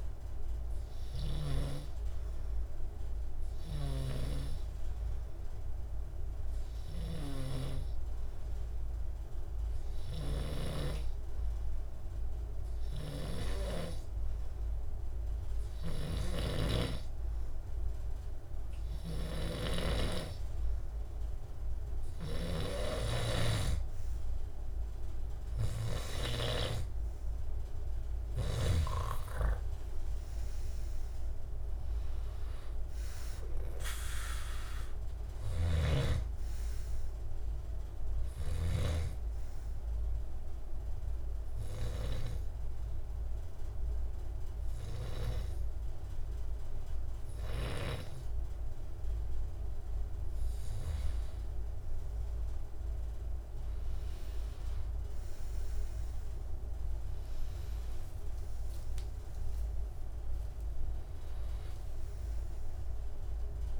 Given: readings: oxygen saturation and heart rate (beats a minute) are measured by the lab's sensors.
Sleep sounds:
breathing in sleep by a room microphone; 2
0.00-8.50 s: oxygen desaturation (device-marked, oxygen 94% lowest, heart rate 69 extreme)
7.00-25.00 s: hypopnea (oxygen 99% before, 91% lowest, heart rate 70 before, 70 extreme, up 5 after)
15.50-42.50 s: oxygen desaturation (device-marked, oxygen 95% before, 91% lowest, heart rate 70 before, 70 extreme)
27.50-31.00 s: arousal
39.00-50.00 s: obstructive apnea (oxygen 95% before, 91% lowest, heart rate 75 before, 70 extreme, up 13 after)
52.50-57.00 s: arousal
From the record:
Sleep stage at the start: N2 (light sleep); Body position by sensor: on the back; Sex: male

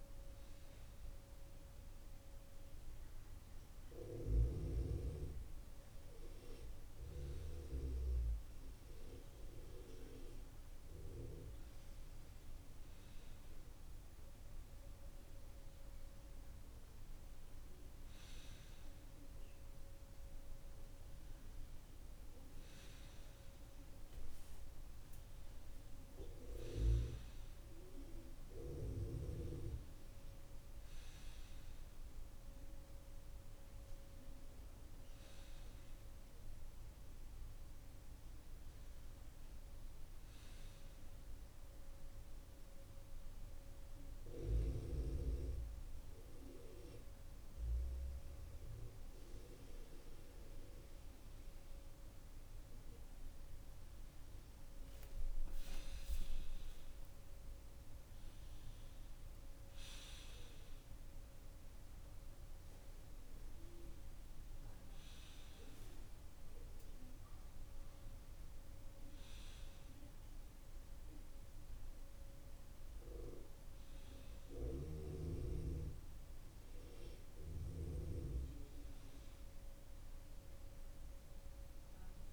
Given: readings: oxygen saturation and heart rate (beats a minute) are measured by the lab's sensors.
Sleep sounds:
breathing in sleep by a room microphone; none
none scored
From the record:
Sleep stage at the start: N2 (light sleep); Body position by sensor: on the left side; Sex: male

